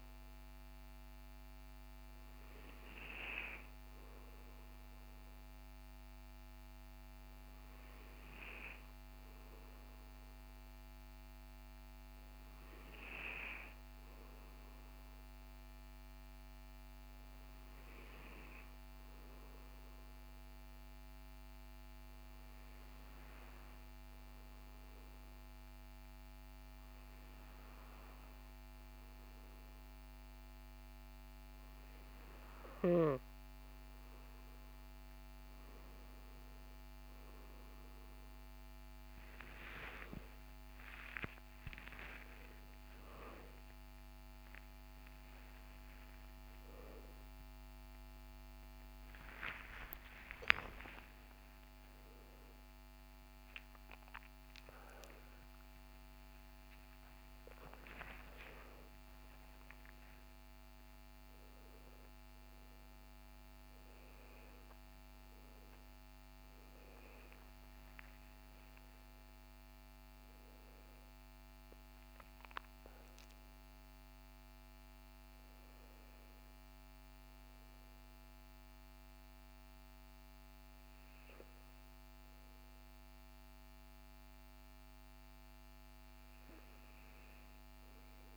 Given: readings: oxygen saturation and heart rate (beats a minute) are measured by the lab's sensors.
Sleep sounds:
a person partly awake in a sleep study, by a microphone on the trachea; none
36.50-66.50 s: new sleep stage, awake
66.50-88.37 s: new sleep stage, N1 (lightest sleep)
From the record:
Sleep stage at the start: N2 (light sleep); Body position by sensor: on the back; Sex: male

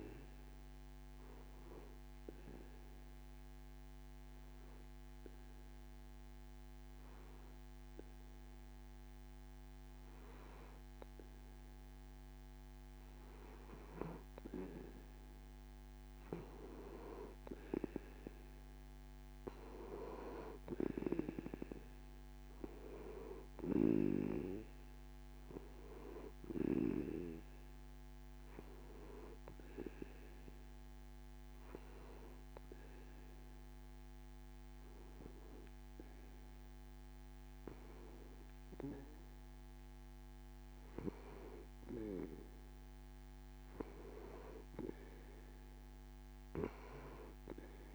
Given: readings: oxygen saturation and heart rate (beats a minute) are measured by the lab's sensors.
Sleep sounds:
breathing in sleep by a microphone on the trachea; 1
1.00-13.50 s: obstructive apnea (oxygen 94% before, 92% lowest)
17.50-21.00 s: arousal
From the record:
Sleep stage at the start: N2 (light sleep); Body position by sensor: on the back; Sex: male

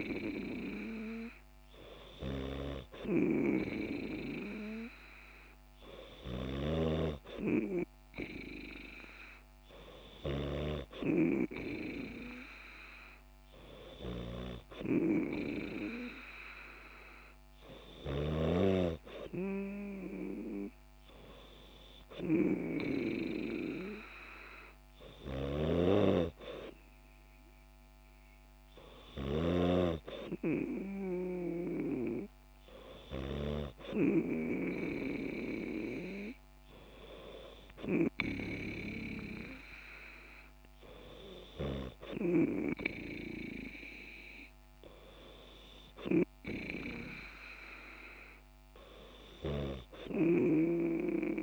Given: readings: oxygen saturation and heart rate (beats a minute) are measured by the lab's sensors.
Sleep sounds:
breathing in sleep by a microphone on the trachea; none
none scored
From the record:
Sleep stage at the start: N3 (deep sleep); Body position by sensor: on the back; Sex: female

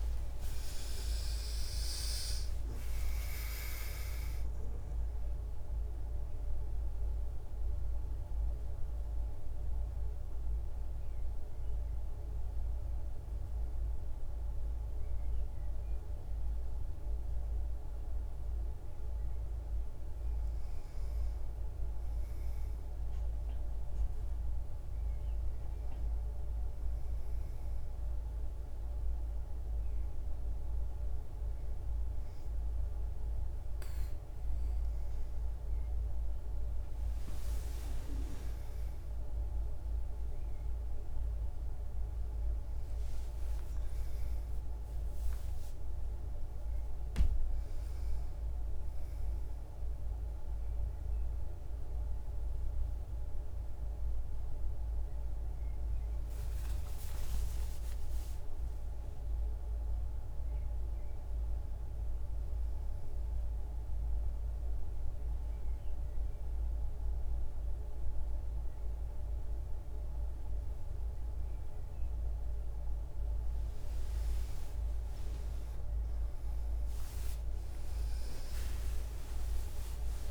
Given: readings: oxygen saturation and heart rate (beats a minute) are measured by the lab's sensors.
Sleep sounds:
breathing in sleep, hard to hear, by a room microphone; 2
0.00-1.00 s: arousal
1.50-4.50 s: oxygen desaturation (device-marked, oxygen 96% before, 93% lowest, heart rate 72 before, 64 extreme)
5.00-18.00 s: central apnea (oxygen 96% before, 92% lowest, heart rate 83 before, 61 extreme)
19.00-23.00 s: arousal
25.50-36.50 s: oxygen desaturation (device-marked, oxygen 99% before, 94% lowest, heart rate 79 before, 61 extreme)
38.50-43.00 s: arousal
55.50-59.00 s: arousal
62.50-73.00 s: hypopnea (oxygen 97% before, 95% lowest, heart rate 72 before, 62 extreme)
79.50-80.31 s: new sleep stage, awake
From the record:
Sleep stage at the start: N2 (light sleep); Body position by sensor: on the back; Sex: female

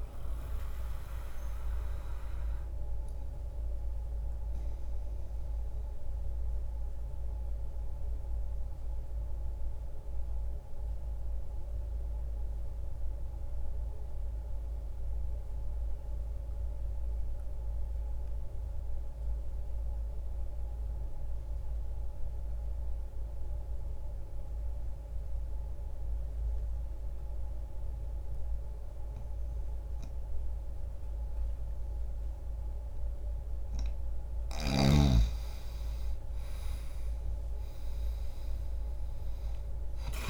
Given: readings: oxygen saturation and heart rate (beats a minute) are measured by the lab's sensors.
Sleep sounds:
breathing in sleep, hard to hear, by a room microphone; 1
4.00-33.00 s: mixed apnea (oxygen 97% before, 85% lowest, heart rate 65 before, 60 extreme, up 1 after)
15.00-28.00 s: oxygen desaturation (device-marked, oxygen 96% before, 87% lowest, heart rate 60 before, 60 extreme)
34.50-38.50 s: arousal
From the record:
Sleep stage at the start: N2 (light sleep); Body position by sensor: on the back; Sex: male

